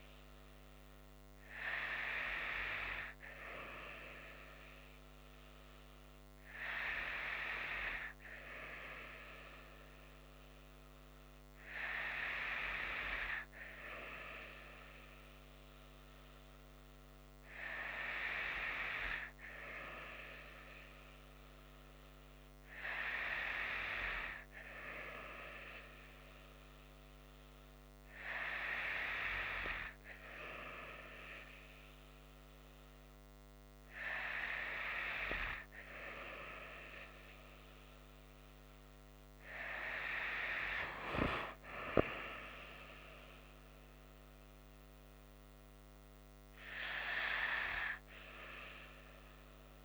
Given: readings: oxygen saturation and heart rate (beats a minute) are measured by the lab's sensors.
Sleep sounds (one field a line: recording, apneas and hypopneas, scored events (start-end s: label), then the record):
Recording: breathing in sleep by a microphone on the trachea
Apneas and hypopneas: none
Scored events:
none scored
From the record:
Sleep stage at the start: N2 (light sleep)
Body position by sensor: on the right side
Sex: female